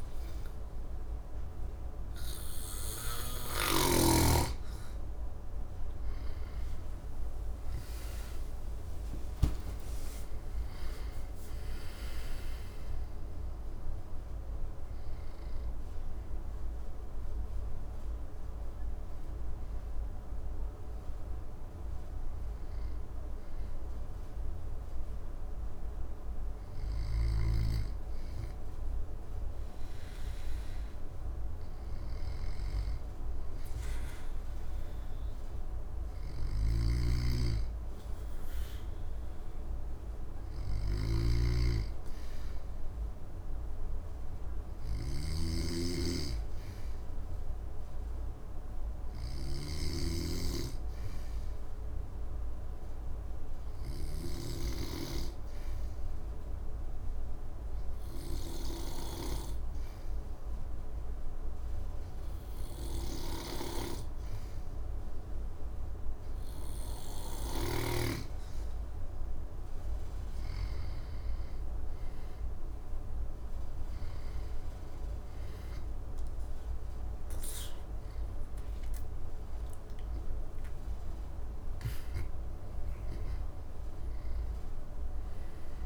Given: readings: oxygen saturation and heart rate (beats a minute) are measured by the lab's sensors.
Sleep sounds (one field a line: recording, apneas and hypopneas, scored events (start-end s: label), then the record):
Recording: breathing in sleep by a room microphone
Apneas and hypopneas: 1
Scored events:
5.50-9.00 s: arousal
7.50-37.50 s: oxygen desaturation (device-marked, oxygen 95% before, 89% lowest, heart rate 64 before, 64 extreme)
36.00-50.00 s: snoring (device-marked)
40.00-43.00 s: arousal
46.50-68.50 s: obstructive apnea (oxygen 100% before, 95% lowest, heart rate 68 before, 63 extreme, up 10 after)
72.50-77.00 s: arousal
72.50-85.86 s: oxygen desaturation (device-marked, oxygen 98% before, 95% lowest, heart rate 65 before, 60 extreme)
82.50-85.86 s: snoring (device-marked)
From the record:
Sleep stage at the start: N2 (light sleep)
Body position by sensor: on the back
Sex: male